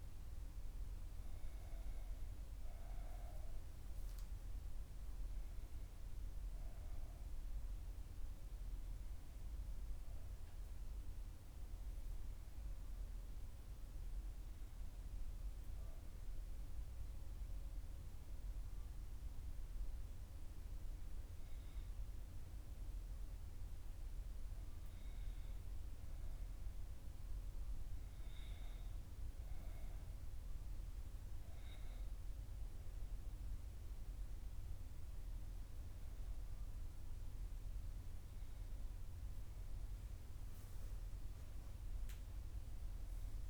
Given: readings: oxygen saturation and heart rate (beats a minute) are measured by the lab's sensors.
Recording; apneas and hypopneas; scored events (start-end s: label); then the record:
breathing in sleep, hard to hear, by a room microphone; 1
6.50-23.50 s: hypopnea (oxygen 96% before, 92% lowest, heart rate 59 before, 59 extreme, up 1 after)
24.00-43.50 s: oxygen desaturation (device-marked, oxygen 96% before, 92% lowest, heart rate 60 before, 59 extreme)
25.00-29.00 s: arousal
From the record:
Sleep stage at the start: N2 (light sleep); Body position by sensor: on the back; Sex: female